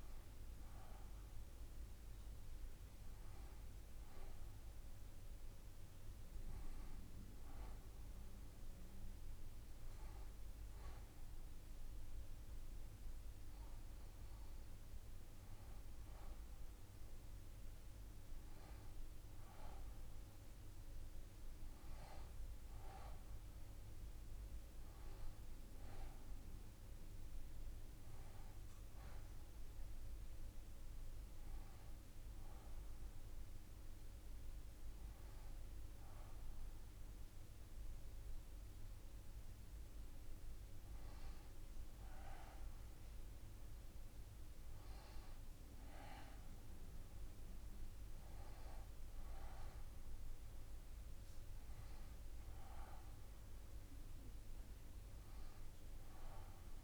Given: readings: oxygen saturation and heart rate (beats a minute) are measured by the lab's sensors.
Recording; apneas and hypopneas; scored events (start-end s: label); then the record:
breathing in sleep, hard to hear, by a room microphone; none
none scored
From the record:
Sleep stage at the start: N2 (light sleep); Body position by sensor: on the left side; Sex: female